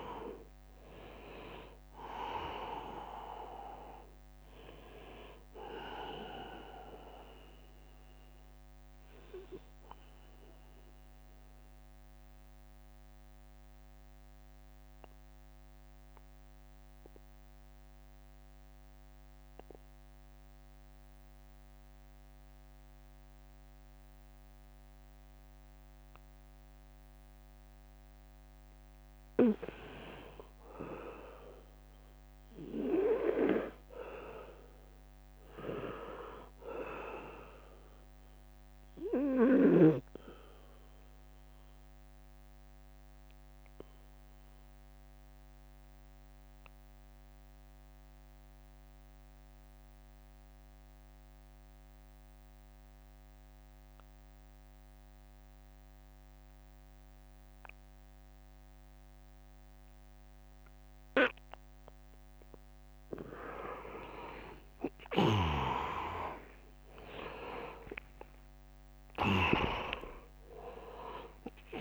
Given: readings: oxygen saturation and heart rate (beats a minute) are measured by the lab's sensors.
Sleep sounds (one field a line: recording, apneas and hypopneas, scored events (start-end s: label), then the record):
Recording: breathing in sleep by a microphone on the trachea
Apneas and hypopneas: 2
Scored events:
0.00-7.50 s: drop in pulse transit time (device-marked, heart rate 77 extreme)
0.00-20.50 s: oxygen desaturation (device-marked, oxygen 83% lowest, heart rate 69 extreme)
9.00-11.00 s: long interval between heartbeats (device-marked, heart rate 79 before, 70 extreme)
11.50-28.00 s: mixed apnea (oxygen 100% before, 80% lowest, heart rate 79 before, 69 extreme, up 16 after)
32.50-35.00 s: arousal
37.50-56.50 s: oxygen desaturation (device-marked, oxygen 100% before, 88% lowest, heart rate 76 before, 72 extreme)
42.50-62.00 s: obstructive apnea (oxygen 100% before, 80% lowest, heart rate 78 before, 72 extreme, up 13 after)
45.00-47.00 s: long interval between heartbeats (device-marked, heart rate 79 before, 82 extreme)
62.50-71.81 s: oxygen desaturation (device-marked, oxygen 98% before, 80% lowest, heart rate 80 before, 65 extreme)
64.50-71.81 s: drop in pulse transit time (device-marked, heart rate 80 before, 72 extreme)
65.50-69.50 s: arousal
From the record:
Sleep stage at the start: N2 (light sleep)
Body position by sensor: on the back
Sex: male